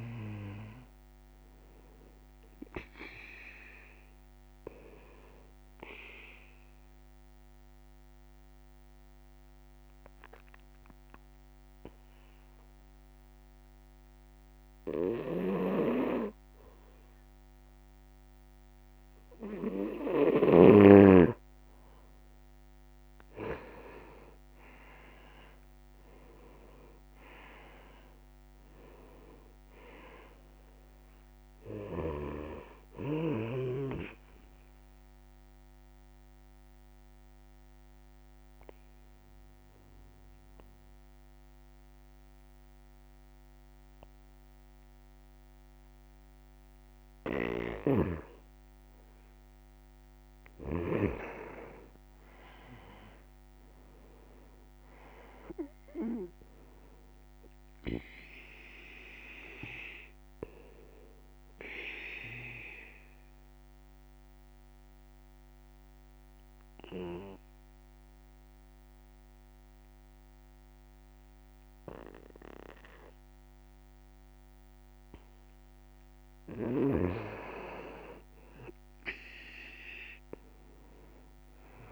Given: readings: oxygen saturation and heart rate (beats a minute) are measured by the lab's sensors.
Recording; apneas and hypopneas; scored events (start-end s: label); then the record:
breathing in sleep by a microphone on the trachea; 3
5.00-20.00 s: mixed apnea (oxygen 97% before, 89% lowest, heart rate 73 before, 68 extreme, up 0 after)
6.00-20.00 s: oxygen desaturation (device-marked, oxygen 97% before, 91% lowest, heart rate 73 before, 68 extreme)
23.00-26.50 s: arousal
30.00-51.00 s: oxygen desaturation (device-marked, oxygen 97% before, 89% lowest, heart rate 71 before, 66 extreme)
34.00-49.00 s: obstructive apnea (oxygen 97% before, 89% lowest, heart rate 72 before, 66 extreme, up 2 after)
52.50-56.50 s: arousal
61.00-80.00 s: oxygen desaturation (device-marked, oxygen 98% before, 90% lowest, heart rate 70 before, 66 extreme)
62.00-75.50 s: obstructive apnea (oxygen 98% before, 90% lowest, heart rate 71 before, 66 extreme, up 5 after)
80.00-81.91 s: arousal
From the record:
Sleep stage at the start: N2 (light sleep); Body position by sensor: on the back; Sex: male